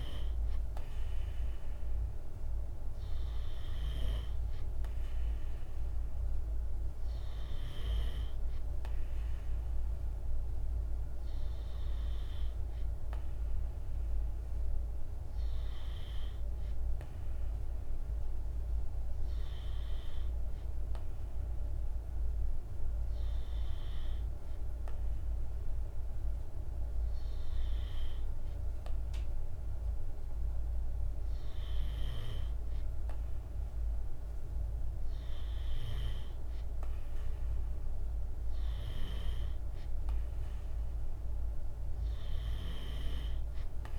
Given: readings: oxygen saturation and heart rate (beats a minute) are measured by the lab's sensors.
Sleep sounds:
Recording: breathing in sleep by a room microphone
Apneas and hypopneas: none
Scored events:
none scored
From the record:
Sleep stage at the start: N2 (light sleep)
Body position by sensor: on the right side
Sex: male

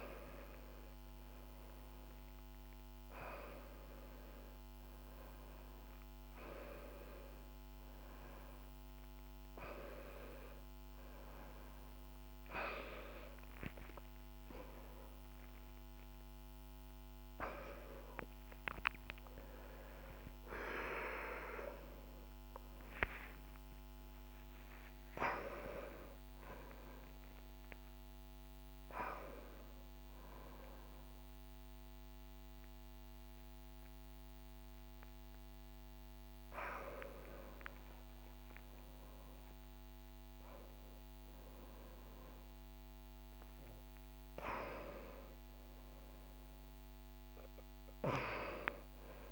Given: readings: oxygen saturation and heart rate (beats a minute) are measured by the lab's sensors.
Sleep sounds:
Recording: a person awake in a sleep study, by a microphone on the trachea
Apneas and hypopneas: none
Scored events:
none scored
From the record:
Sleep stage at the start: awake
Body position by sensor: on the front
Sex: male

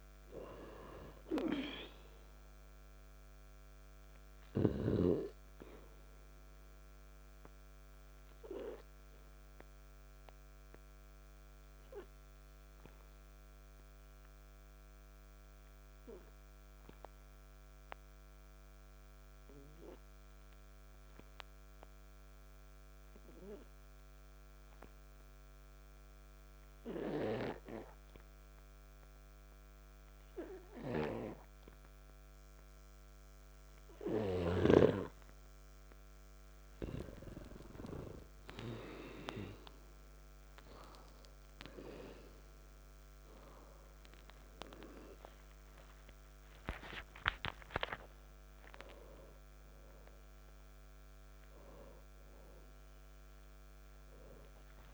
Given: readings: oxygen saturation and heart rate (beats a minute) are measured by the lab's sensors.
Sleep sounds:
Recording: breathing in sleep by a microphone on the trachea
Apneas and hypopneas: 1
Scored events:
1.50-9.50 s: oxygen desaturation (device-marked, oxygen 97% before, 93% lowest, heart rate 54 before, 48 extreme)
8.00-35.50 s: hypopnea (oxygen 98% before, 90% lowest, heart rate 55 before, 48 extreme, up 5 after)
11.50-27.50 s: oxygen desaturation (device-marked, oxygen 95% before, 90% lowest, heart rate 56 before, 48 extreme)
43.50-54.50 s: oxygen desaturation (device-marked, oxygen 97% before, 93% lowest, heart rate 50 before, 57 extreme)
45.50-54.94 s: new sleep stage, N1 (lightest sleep)
46.50-48.50 s: long interval between heartbeats (device-marked, heart rate 51 before, 67 extreme)
From the record:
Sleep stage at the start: N2 (light sleep)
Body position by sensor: on the back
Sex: male

